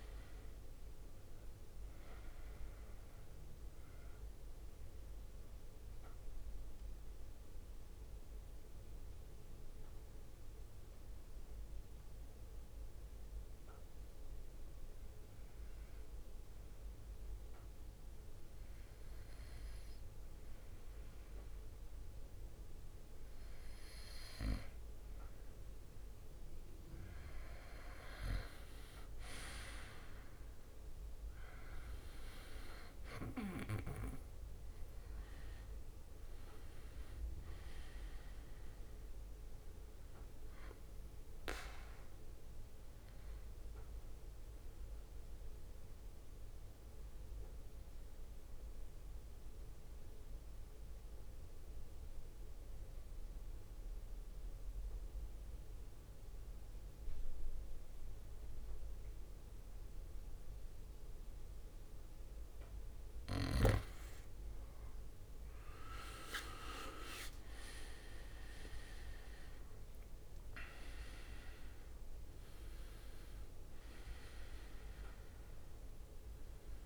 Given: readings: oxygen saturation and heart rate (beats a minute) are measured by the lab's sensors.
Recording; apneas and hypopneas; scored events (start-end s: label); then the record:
breathing in sleep by a room microphone; 2
0.00-13.50 s: oxygen desaturation (device-marked, oxygen 91% lowest, heart rate 54 extreme)
4.50-23.50 s: mixed apnea (oxygen 98% before, 90% lowest, heart rate 64 before, 54 extreme, up 4 after)
25.50-29.00 s: arousal
30.50-44.50 s: oxygen desaturation (device-marked, oxygen 98% before, 93% lowest, heart rate 61 before, 56 extreme)
46.50-63.50 s: mixed apnea (oxygen 98% before, 90% lowest, heart rate 65 before, 53 extreme, up 14 after)
64.50-76.86 s: oxygen desaturation (device-marked, oxygen 97% before, 90% lowest, heart rate 60 before, 53 extreme)
65.00-71.00 s: arousal
67.50-76.86 s: drop in pulse transit time (device-marked, heart rate 61 before, 57 extreme)
From the record:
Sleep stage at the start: N2 (light sleep); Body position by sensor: on the back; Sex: male